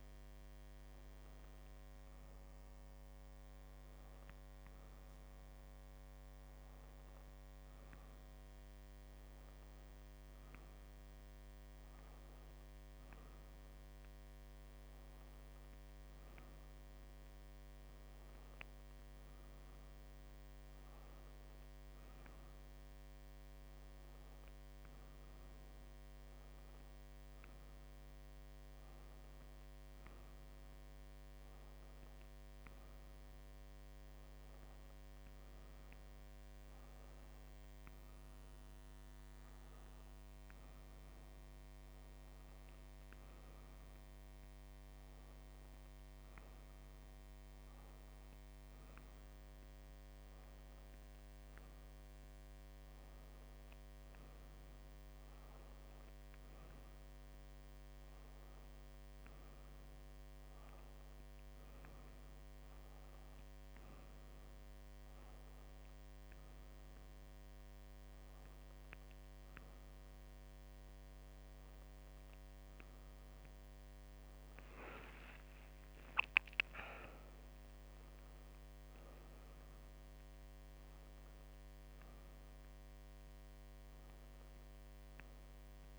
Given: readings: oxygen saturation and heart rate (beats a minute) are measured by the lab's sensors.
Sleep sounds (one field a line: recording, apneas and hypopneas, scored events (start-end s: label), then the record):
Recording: breathing in sleep, hard to hear, by a microphone on the trachea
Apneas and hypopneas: none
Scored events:
74.50-79.00 s: arousal
75.00-85.99 s: new sleep stage, N1 (lightest sleep)
From the record:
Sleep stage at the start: N2 (light sleep)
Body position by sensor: on the right side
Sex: female